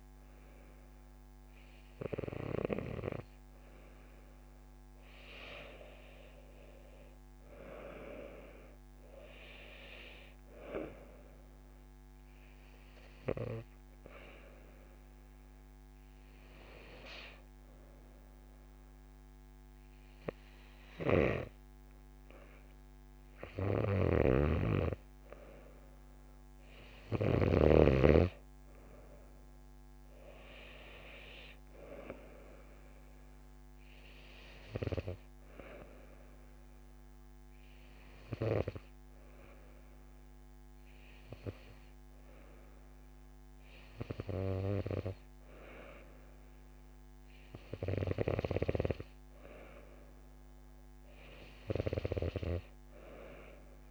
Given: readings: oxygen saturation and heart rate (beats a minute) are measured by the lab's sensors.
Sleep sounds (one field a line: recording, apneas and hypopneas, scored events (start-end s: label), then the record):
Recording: breathing in sleep by a microphone on the trachea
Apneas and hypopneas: none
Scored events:
none scored
From the record:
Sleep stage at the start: N2 (light sleep)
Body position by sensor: on the right side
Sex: female